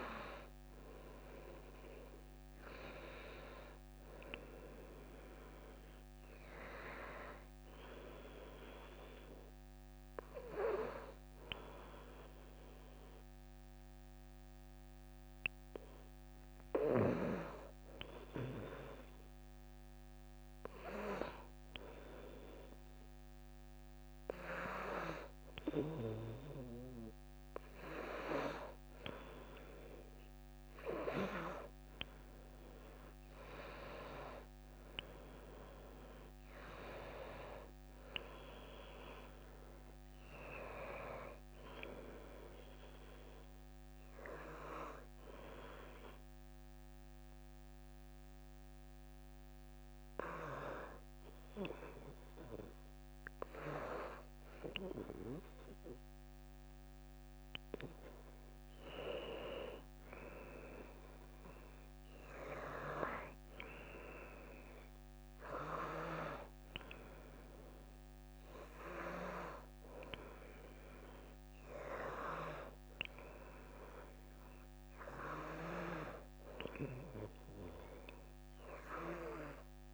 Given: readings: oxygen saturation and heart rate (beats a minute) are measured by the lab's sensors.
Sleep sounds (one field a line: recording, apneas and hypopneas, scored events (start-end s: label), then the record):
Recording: breathing in sleep by a microphone on the trachea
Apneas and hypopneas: 2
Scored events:
2.00-6.50 s: arousal
3.00-5.00 s: long interval between heartbeats (device-marked)
9.50-20.00 s: hypopnea (oxygen 92% before, 89% lowest)
21.50-26.00 s: arousal
29.00-53.00 s: oxygen desaturation (device-marked, oxygen 93% before, 89% lowest)
44.00-58.00 s: hypopnea (oxygen 93% before, 89% lowest)
60.00-64.00 s: arousal
65.00-78.00 s: oxygen desaturation (device-marked, oxygen 95% before, 89% lowest)
From the record:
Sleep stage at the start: N2 (light sleep)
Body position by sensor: on the back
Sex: female